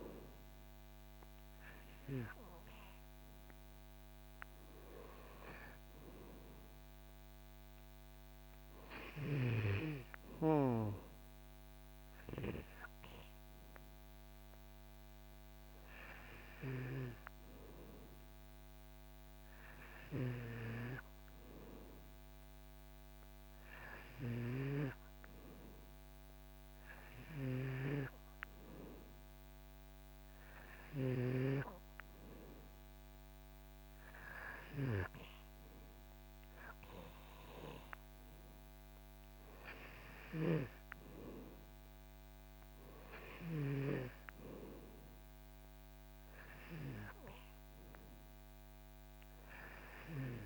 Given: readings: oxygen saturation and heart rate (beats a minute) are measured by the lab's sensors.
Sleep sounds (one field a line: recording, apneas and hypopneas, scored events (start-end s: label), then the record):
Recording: breathing in sleep by a microphone on the trachea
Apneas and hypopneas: none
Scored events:
none scored
From the record:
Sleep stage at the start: N2 (light sleep)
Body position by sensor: on the back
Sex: male